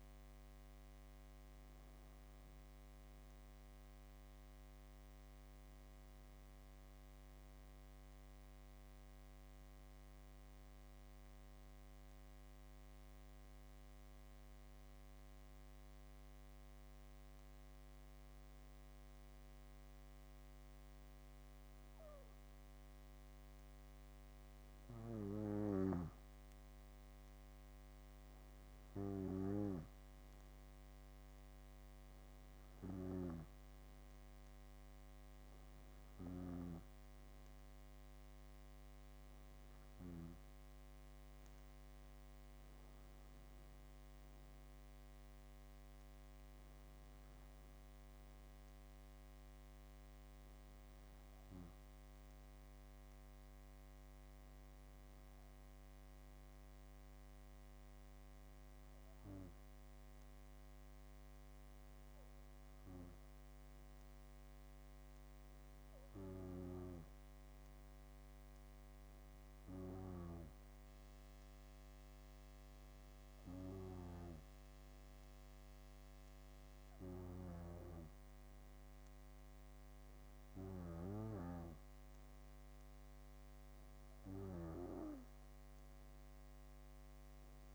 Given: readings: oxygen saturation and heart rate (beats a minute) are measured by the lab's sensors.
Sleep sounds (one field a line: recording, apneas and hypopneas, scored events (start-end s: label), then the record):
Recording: breathing in sleep by a microphone on the trachea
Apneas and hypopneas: 1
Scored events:
0.00-3.00 s: bradycardia (device-marked, heart rate 58 extreme)
5.50-21.00 s: hypopnea (oxygen 98% before, 95% lowest, heart rate 60 before, 58 extreme, up 4 after)
26.00-45.00 s: oxygen desaturation (device-marked, oxygen 98% before, 95% lowest, heart rate 62 before, 58 extreme)
29.00-35.00 s: bradycardia (device-marked, heart rate 65 before, 58 extreme)
33.50-39.50 s: arousal
47.00-52.00 s: bradycardia (device-marked, heart rate 65 before, 59 extreme)
From the record:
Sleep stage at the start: N2 (light sleep)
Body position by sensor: on the back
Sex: female